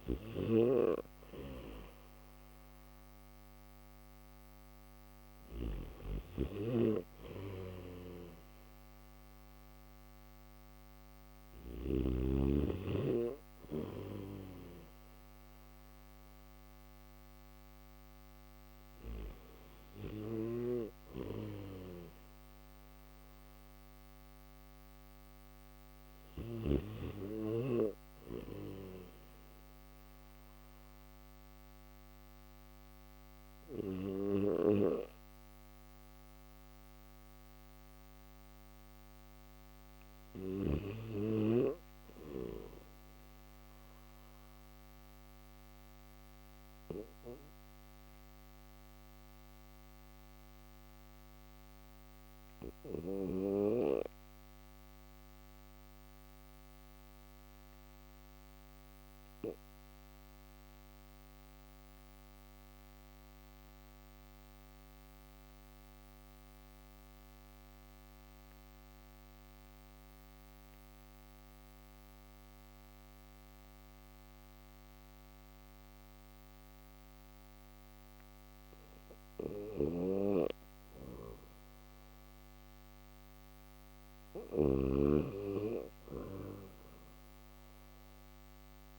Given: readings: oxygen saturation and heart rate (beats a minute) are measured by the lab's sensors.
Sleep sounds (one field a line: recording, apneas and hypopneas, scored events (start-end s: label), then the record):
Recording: breathing in sleep by a microphone on the trachea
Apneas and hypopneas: none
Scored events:
0.00-5.00 s: snoring (device-marked)
0.00-21.50 s: oxygen desaturation (device-marked, oxygen 94% lowest, heart rate 57 extreme)
19.50-26.00 s: snoring (device-marked)
79.00-84.00 s: snoring (device-marked)
From the record:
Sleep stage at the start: N3 (deep sleep)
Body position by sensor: on the back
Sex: male